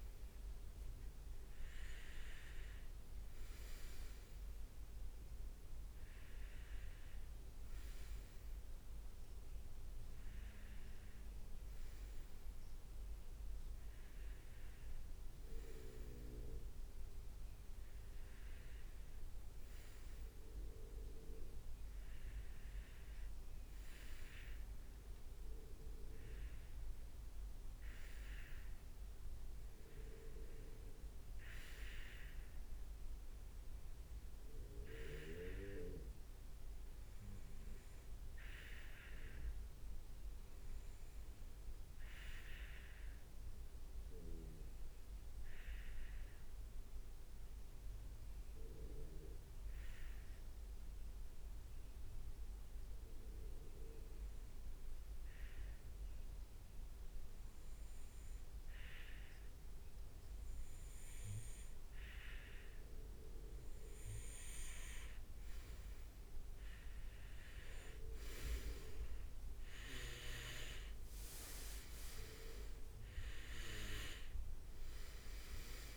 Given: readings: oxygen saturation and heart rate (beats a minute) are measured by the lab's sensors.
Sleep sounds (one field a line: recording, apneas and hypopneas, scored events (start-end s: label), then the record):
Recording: breathing in sleep by a room microphone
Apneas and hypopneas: 1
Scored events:
34.50-75.97 s: new sleep stage, REM sleep
42.00-63.50 s: hypopnea (oxygen 97% before, 94% lowest, heart rate 68 before, 62 extreme, up 9 after)
63.50-75.97 s: oxygen desaturation (device-marked, oxygen 97% before, 94% lowest, heart rate 67 before, 63 extreme)
65.50-70.50 s: arousal
69.50-74.50 s: leg movement (device-marked)
From the record:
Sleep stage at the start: N2 (light sleep)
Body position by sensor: on the right side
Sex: male